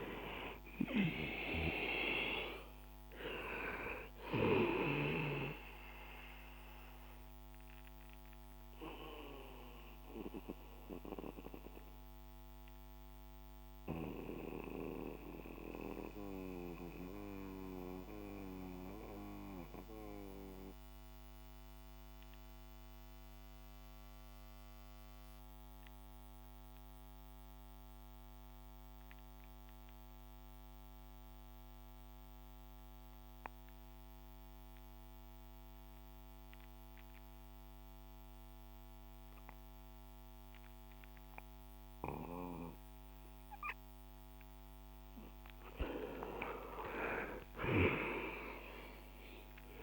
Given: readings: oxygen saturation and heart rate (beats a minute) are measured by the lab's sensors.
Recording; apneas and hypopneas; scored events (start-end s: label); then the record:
breathing in sleep by a microphone on the trachea; 1
0.00-25.50 s: oxygen desaturation (device-marked, oxygen 85% lowest, heart rate 58 extreme)
6.50-42.50 s: mixed apnea (oxygen 98% before, 85% lowest, heart rate 65 before, 56 extreme, up 7 after)
43.50-49.83 s: oxygen desaturation (device-marked, oxygen 97% before, 88% lowest, heart rate 67 before, 56 extreme)
44.50-49.00 s: arousal
From the record:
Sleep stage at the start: N2 (light sleep); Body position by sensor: on the back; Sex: male